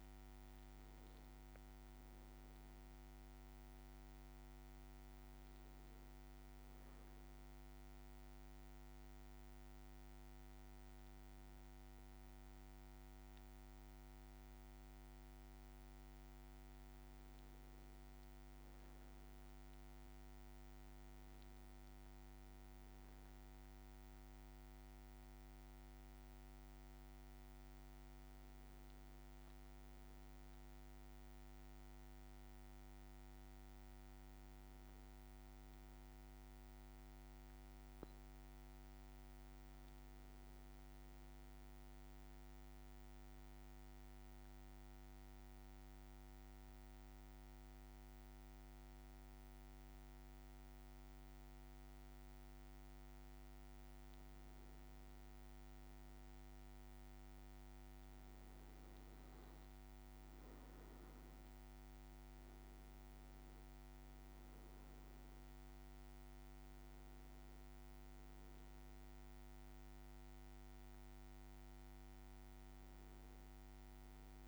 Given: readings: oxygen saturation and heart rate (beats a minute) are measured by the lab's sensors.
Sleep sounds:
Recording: breathing in sleep, hard to hear, by a microphone on the trachea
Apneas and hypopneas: 1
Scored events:
35.00-39.00 s: arousal
42.00-53.50 s: central apnea (oxygen 98% before, 93% lowest, heart rate 56 before, 55 extreme, up 3 after)
55.50-61.00 s: arousal
59.00-74.48 s: oxygen desaturation (device-marked, oxygen 97% before, 93% lowest, heart rate 56 before, 55 extreme)
From the record:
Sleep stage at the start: N1 (lightest sleep)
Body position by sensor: on the back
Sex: male

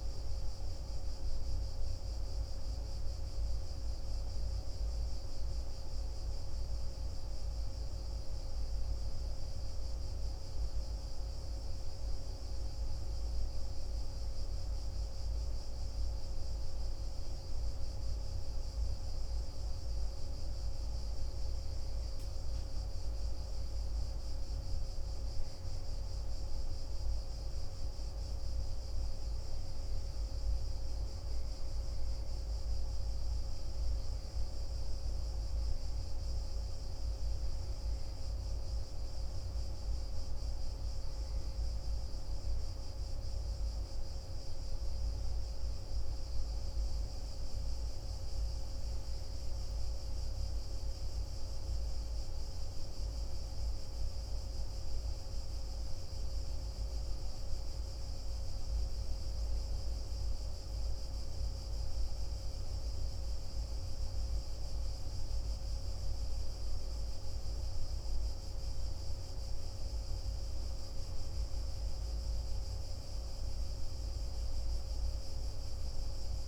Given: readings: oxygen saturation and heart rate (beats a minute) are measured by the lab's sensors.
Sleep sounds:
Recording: breathing in sleep, hard to hear, by a room microphone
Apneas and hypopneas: none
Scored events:
64.50-76.47 s: new sleep stage, N2 (light sleep)
From the record:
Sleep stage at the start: N1 (lightest sleep)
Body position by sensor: on the back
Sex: male

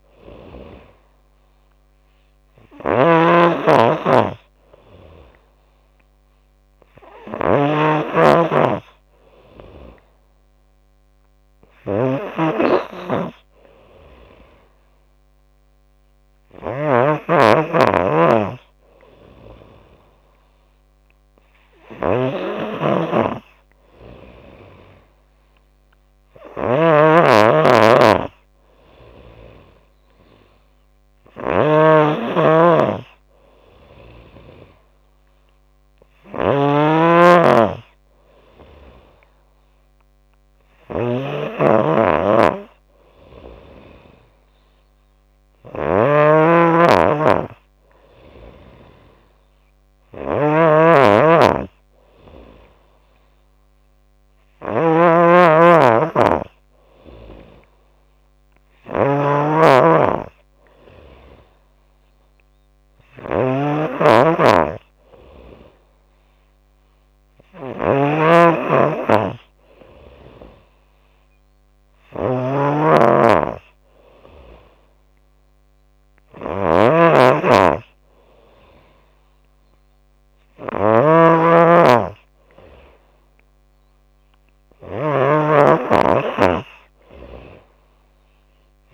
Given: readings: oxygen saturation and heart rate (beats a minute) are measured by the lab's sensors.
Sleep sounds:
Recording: breathing in sleep by a microphone on the trachea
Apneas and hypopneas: none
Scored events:
0.00-88.94 s: snoring (device-marked)
18.00-20.00 s: long interval between heartbeats (device-marked, heart rate 88 before, 96 extreme)
24.00-26.00 s: long interval between heartbeats (device-marked, heart rate 91 before, 95 extreme)
43.50-45.50 s: long interval between heartbeats (device-marked, heart rate 88 before, 93 extreme)
52.00-54.00 s: long interval between heartbeats (device-marked, heart rate 87 before, 95 extreme)
57.00-59.00 s: long interval between heartbeats (device-marked, heart rate 91 before, 97 extreme)
57.00-60.00 s: tachycardia (device-marked, heart rate 85 before, 108 extreme)
60.50-62.50 s: long interval between heartbeats (device-marked, heart rate 93 before, 104 extreme)
78.00-80.00 s: long interval between heartbeats (device-marked, heart rate 91 before, 93 extreme)
79.00-85.00 s: tachycardia (device-marked, heart rate 86 before, 114 extreme)
81.50-83.50 s: long interval between heartbeats (device-marked, heart rate 91 before, 100 extreme)
From the record:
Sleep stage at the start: N3 (deep sleep)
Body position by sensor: on the back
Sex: female

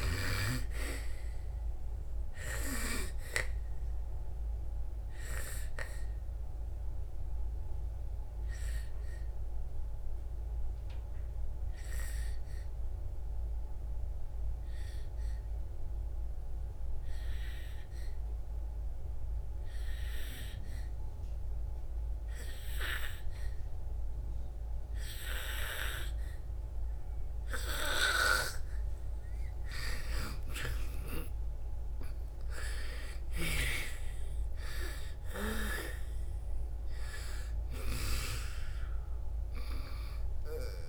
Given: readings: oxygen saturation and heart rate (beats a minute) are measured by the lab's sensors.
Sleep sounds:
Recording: breathing in sleep by a room microphone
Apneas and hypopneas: 1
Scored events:
2.00-25.00 s: oxygen desaturation (device-marked, oxygen 96% before, 87% lowest, heart rate 64 before, 55 extreme)
2.00-28.50 s: obstructive apnea (oxygen 98% before, 87% lowest, heart rate 64 before, 55 extreme, up 14 after)
30.00-33.00 s: arousal
37.00-40.89 s: oxygen desaturation (device-marked, oxygen 98% before, 88% lowest, heart rate 65 before, 56 extreme)
From the record:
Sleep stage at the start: N2 (light sleep)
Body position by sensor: on the back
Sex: female

